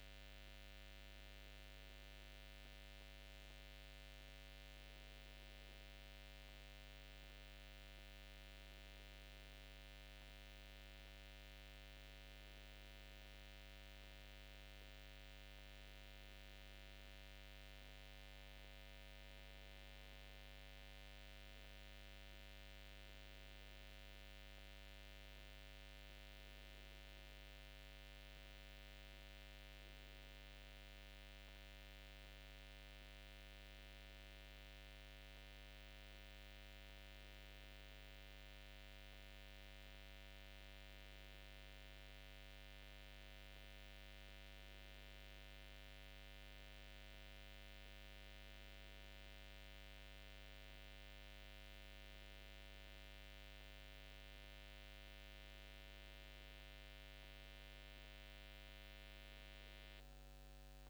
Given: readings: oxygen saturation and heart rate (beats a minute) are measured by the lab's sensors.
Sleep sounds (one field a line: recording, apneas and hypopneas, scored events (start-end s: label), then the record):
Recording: breathing in sleep, hard to hear, by a microphone on the trachea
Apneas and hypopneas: none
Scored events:
none scored
From the record:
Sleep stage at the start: N1 (lightest sleep)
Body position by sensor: on the back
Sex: male